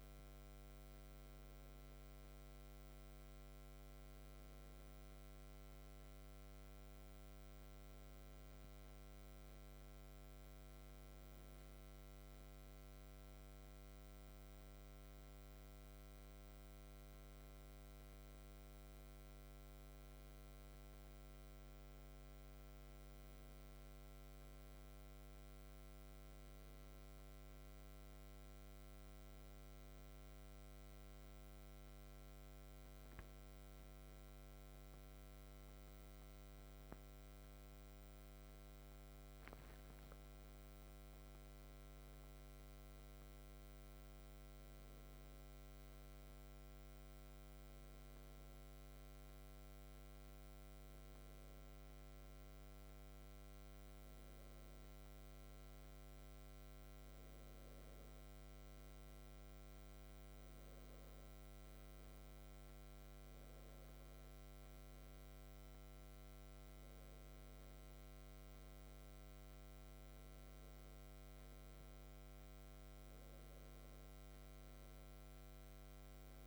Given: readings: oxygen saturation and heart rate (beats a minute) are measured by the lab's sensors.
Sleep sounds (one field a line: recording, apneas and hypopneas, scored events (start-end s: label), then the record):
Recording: breathing in sleep, hard to hear, by a microphone on the trachea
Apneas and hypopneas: none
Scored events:
0.00-2.50 s: arousal
50.00-76.47 s: new sleep stage, N2 (light sleep)
From the record:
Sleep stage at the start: N1 (lightest sleep)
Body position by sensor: on the back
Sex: male